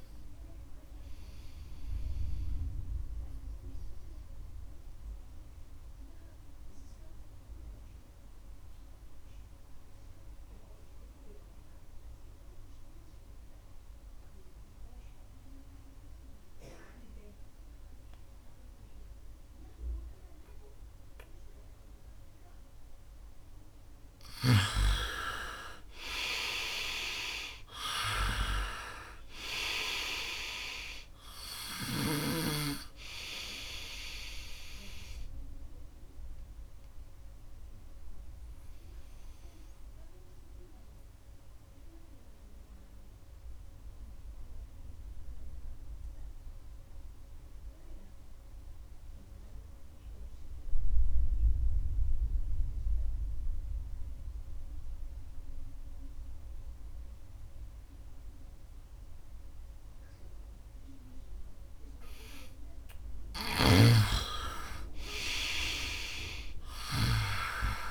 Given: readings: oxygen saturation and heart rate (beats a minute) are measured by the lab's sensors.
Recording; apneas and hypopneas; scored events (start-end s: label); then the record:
breathing in sleep by a room microphone; 2
0.00-14.00 s: oxygen desaturation (device-marked, oxygen 87% lowest, heart rate 68 extreme)
1.00-22.50 s: obstructive apnea (oxygen 98% before, 85% lowest, heart rate 76 before, 66 extreme, up 7 after)
22.00-53.00 s: oxygen desaturation (device-marked, oxygen 99% before, 85% lowest, heart rate 72 before, 65 extreme)
22.50-24.50 s: long interval between heartbeats (device-marked, heart rate 72 before, 77 extreme)
24.50-28.00 s: arousal
37.50-62.00 s: obstructive apnea (oxygen 99% before, 85% lowest, heart rate 74 before, 65 extreme, up 7 after)
63.00-67.90 s: snoring (device-marked)
64.00-67.90 s: arousal
66.00-67.90 s: oxygen desaturation (device-marked, oxygen 98% before, 86% lowest, heart rate 69 before, 66 extreme)
From the record:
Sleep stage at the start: N2 (light sleep); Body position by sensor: on the right side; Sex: male